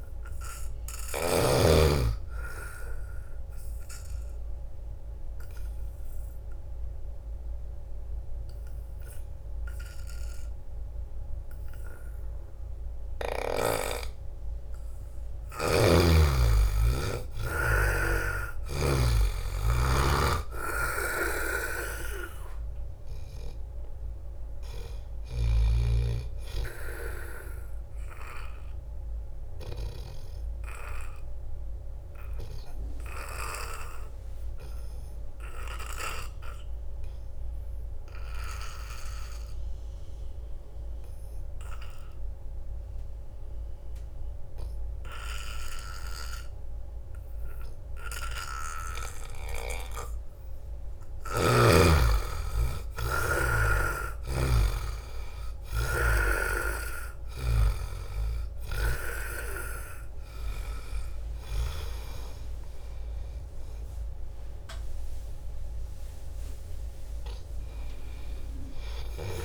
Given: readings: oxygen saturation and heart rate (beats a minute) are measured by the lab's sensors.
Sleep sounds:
breathing in sleep by a room microphone; 2
0.00-2.00 s: oxygen desaturation (device-marked, oxygen 82% lowest)
0.50-2.50 s: long interval between heartbeats (device-marked, heart rate 31 before, 25 extreme)
4.50-15.50 s: obstructive apnea (oxygen 97% before, 79% lowest)
12.00-41.00 s: oxygen desaturation (device-marked, oxygen 96% before, 81% lowest)
15.00-17.00 s: long interval between heartbeats (device-marked)
18.00-21.50 s: arousal
28.00-50.00 s: obstructive apnea (oxygen 96% before, 79% lowest)
43.50-45.50 s: long interval between heartbeats (device-marked)
51.00-53.00 s: long interval between heartbeats (device-marked)
52.00-55.50 s: arousal
52.00-69.45 s: oxygen desaturation (device-marked, oxygen 98% before, 79% lowest)
From the record:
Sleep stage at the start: N2 (light sleep); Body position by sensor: on the back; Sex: male

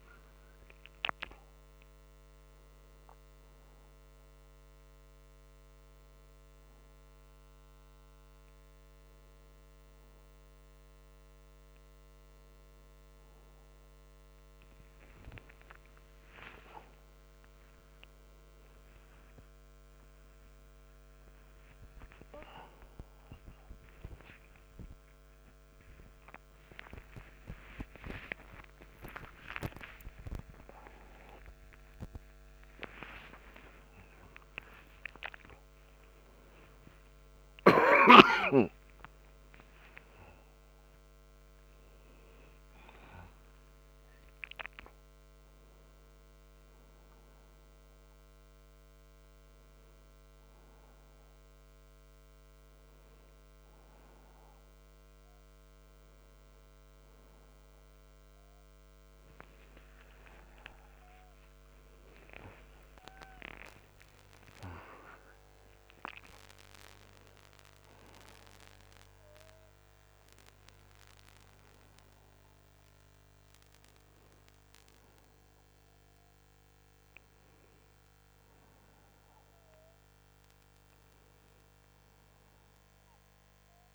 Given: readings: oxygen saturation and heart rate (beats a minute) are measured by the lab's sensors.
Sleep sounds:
a person awake in a sleep study, by a microphone on the trachea; none
none scored
From the record:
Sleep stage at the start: awake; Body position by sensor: on the back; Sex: male

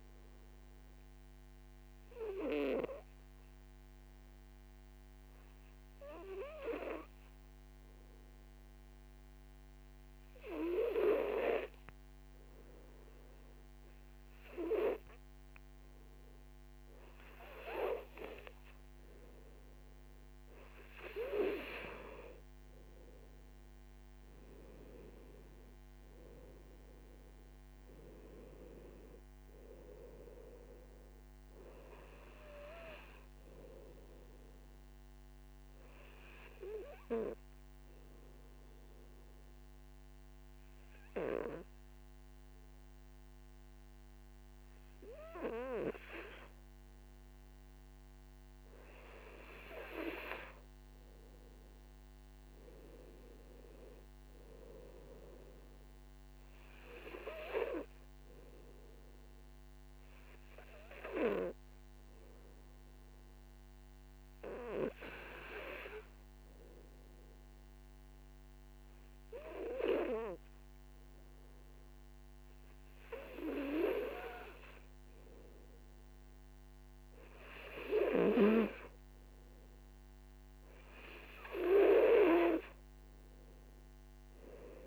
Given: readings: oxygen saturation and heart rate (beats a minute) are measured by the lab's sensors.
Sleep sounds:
breathing in sleep by a microphone on the trachea; 3
0.00-13.00 s: oxygen desaturation (device-marked, oxygen 91% lowest, heart rate 52 extreme)
0.50-20.50 s: obstructive apnea (oxygen 98% before, 89% lowest, heart rate 61 before, 52 extreme, up 14 after)
22.00-47.00 s: oxygen desaturation (device-marked, oxygen 98% before, 89% lowest, heart rate 58 before, 52 extreme)
23.00-27.00 s: arousal
36.50-50.00 s: obstructive apnea (oxygen 98% before, 89% lowest, heart rate 63 before, 52 extreme, up 12 after)
52.00-56.00 s: arousal
60.00-80.00 s: obstructive apnea (oxygen 98% before, 91% lowest, heart rate 57 before, 57 extreme, up 13 after)
80.00-84.87 s: oxygen desaturation (device-marked, oxygen 97% before, 91% lowest, heart rate 57 before, 55 extreme)
From the record:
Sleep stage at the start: N2 (light sleep); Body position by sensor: on the right side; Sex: male

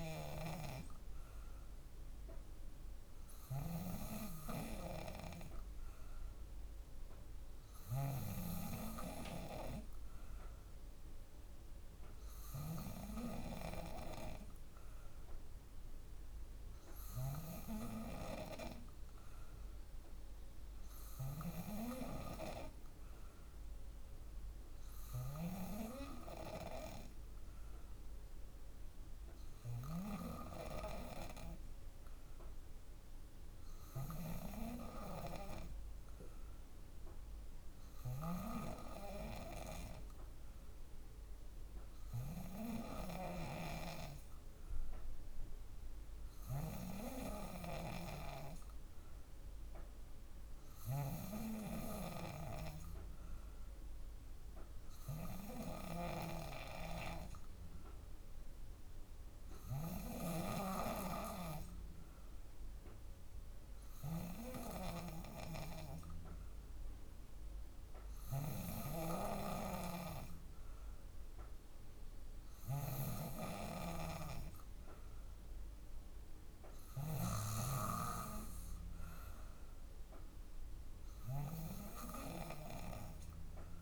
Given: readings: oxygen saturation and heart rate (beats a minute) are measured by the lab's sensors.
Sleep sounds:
breathing in sleep by a room microphone; none
37.50-43.00 s: snoring (device-marked)
72.00-77.00 s: snoring (device-marked)
From the record:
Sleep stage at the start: N2 (light sleep); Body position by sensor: on the back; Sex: female

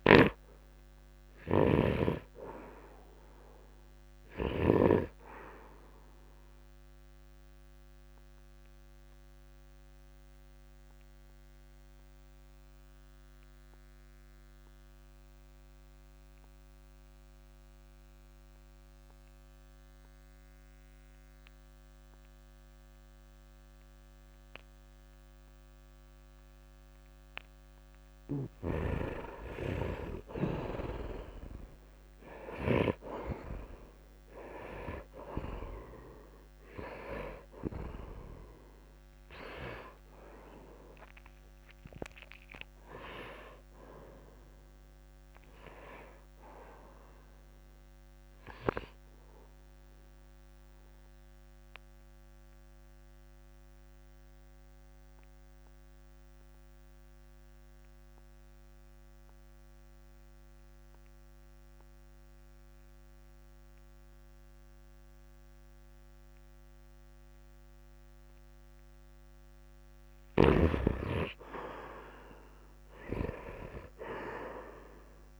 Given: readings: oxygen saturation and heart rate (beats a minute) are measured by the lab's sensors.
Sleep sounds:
breathing in sleep by a microphone on the trachea; 2
0.00-17.00 s: oxygen desaturation (device-marked, oxygen 90% lowest, heart rate 55 extreme)
1.00-4.50 s: snoring (device-marked)
8.00-28.00 s: obstructive apnea (oxygen 99% before, 83% lowest, heart rate 65 before, 55 extreme, up 6 after)
29.00-32.50 s: arousal
29.00-61.00 s: oxygen desaturation (device-marked, oxygen 96% before, 83% lowest, heart rate 64 before, 60 extreme)
51.00-69.00 s: obstructive apnea (oxygen 96% before, 83% lowest, heart rate 68 before, 60 extreme)
70.00-75.40 s: snoring (device-marked)
71.50-75.40 s: arousal
72.00-75.40 s: oxygen desaturation (device-marked, oxygen 100% before, 87% lowest, heart rate 68 before, 58 extreme)
From the record:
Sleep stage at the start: N2 (light sleep); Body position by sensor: on the right side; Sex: male

